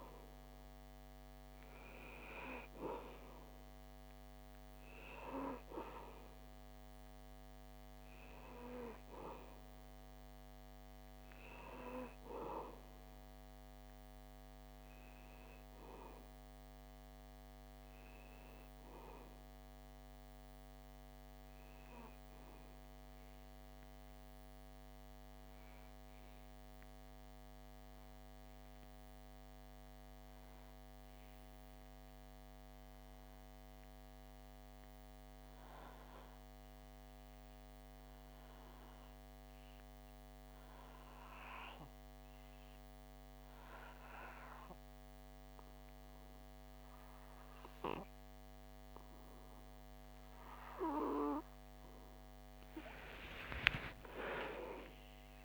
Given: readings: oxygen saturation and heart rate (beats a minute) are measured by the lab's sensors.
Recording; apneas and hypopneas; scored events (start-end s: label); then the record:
breathing in sleep by a microphone on the trachea; 1
1.50-22.50 s: oxygen desaturation (device-marked, oxygen 98% before, 94% lowest)
22.00-50.50 s: obstructive apnea (oxygen 98% before, 89% lowest)
43.50-55.45 s: oxygen desaturation (device-marked, oxygen 96% before, 89% lowest)
51.50-55.45 s: arousal
From the record:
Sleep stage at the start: N2 (light sleep); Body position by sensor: on the back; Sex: male